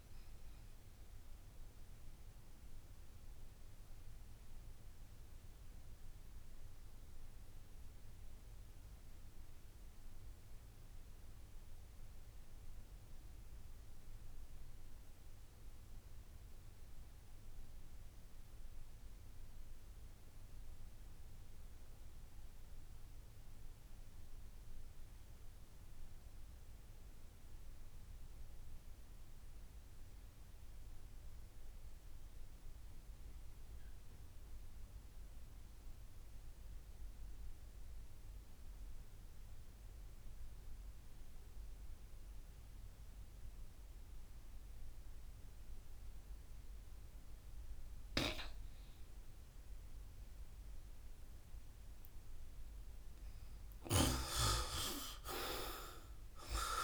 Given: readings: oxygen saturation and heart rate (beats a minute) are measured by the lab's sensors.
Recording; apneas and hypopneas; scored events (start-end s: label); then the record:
breathing in sleep by a room microphone; 1
0.00-16.00 s: oxygen desaturation (device-marked, oxygen 68% lowest, heart rate 65 extreme)
1.00-52.00 s: obstructive apnea (oxygen 80% before, 67% lowest, heart rate 80 before, 70 extreme, up 5 after)
16.00-56.84 s: new sleep stage, REM sleep
29.00-56.84 s: oxygen desaturation (device-marked, oxygen 94% before, 67% lowest, heart rate 71 before, 70 extreme)
From the record:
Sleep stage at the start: N2 (light sleep); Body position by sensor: on the back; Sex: male